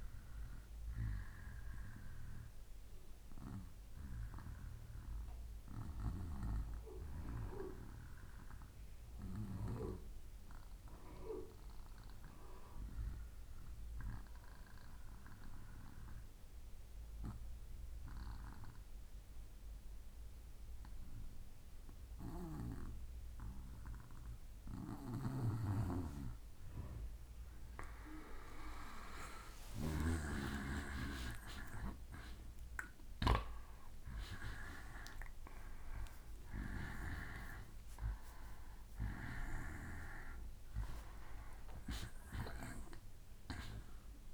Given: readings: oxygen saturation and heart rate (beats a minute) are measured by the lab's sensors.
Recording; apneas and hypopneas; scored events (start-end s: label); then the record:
breathing in sleep by a room microphone; 1
0.00-1.50 s: oxygen desaturation (device-marked, oxygen 89% lowest, heart rate 65 extreme)
3.00-23.50 s: obstructive apnea (oxygen 95% before, 87% lowest, heart rate 70 before, 65 extreme, up 15 after)
26.50-32.00 s: arousal
26.50-44.34 s: oxygen desaturation (device-marked, oxygen 96% before, 87% lowest, heart rate 68 before, 64 extreme)
From the record:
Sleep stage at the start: N2 (light sleep); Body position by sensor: on the back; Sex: male